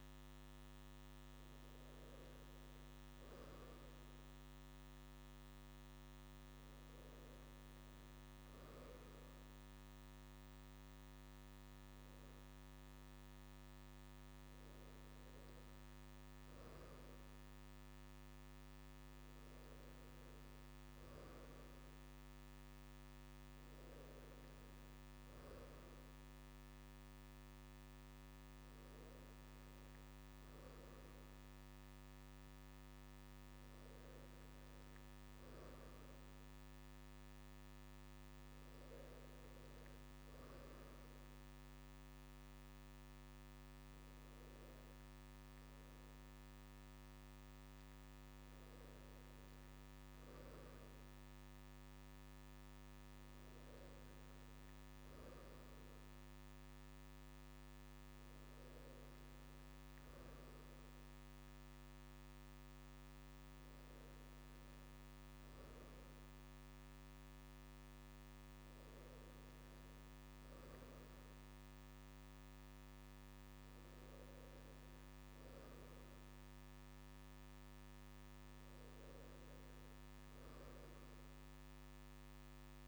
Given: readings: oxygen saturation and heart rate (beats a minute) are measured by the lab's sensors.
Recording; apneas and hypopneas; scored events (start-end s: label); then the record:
a person awake in a sleep study, hard to hear, by a microphone on the trachea; none
none scored
From the record:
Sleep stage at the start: awake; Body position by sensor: on the right side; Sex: male